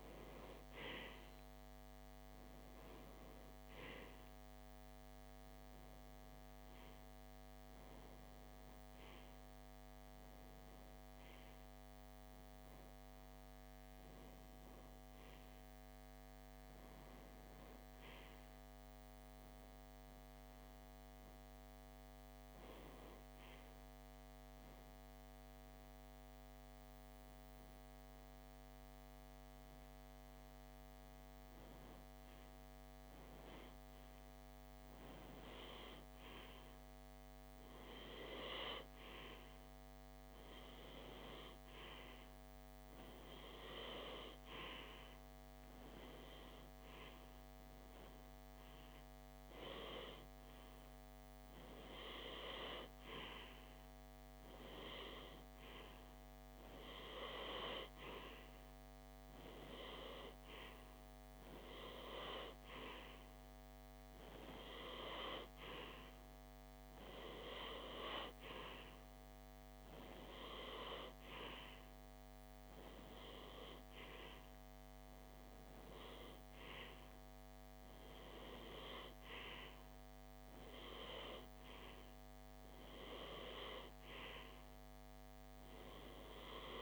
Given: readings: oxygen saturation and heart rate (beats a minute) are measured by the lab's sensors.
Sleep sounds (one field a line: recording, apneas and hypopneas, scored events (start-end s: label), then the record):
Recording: breathing in sleep by a microphone on the trachea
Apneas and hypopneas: none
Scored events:
none scored
From the record:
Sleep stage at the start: REM sleep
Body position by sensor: on the left side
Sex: male